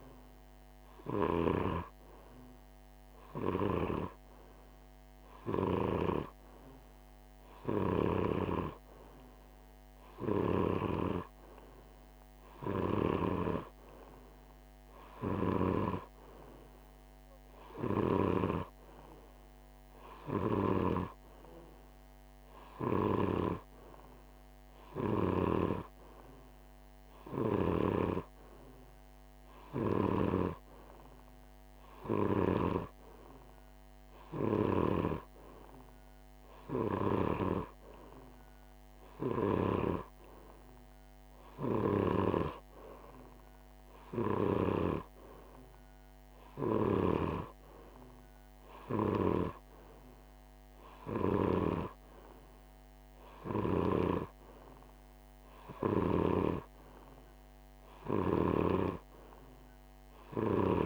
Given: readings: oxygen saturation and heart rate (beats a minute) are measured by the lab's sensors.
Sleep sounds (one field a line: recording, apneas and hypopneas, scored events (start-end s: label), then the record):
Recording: breathing in sleep by a microphone on the trachea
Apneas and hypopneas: none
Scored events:
none scored
From the record:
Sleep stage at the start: N2 (light sleep)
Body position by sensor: on the right side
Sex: male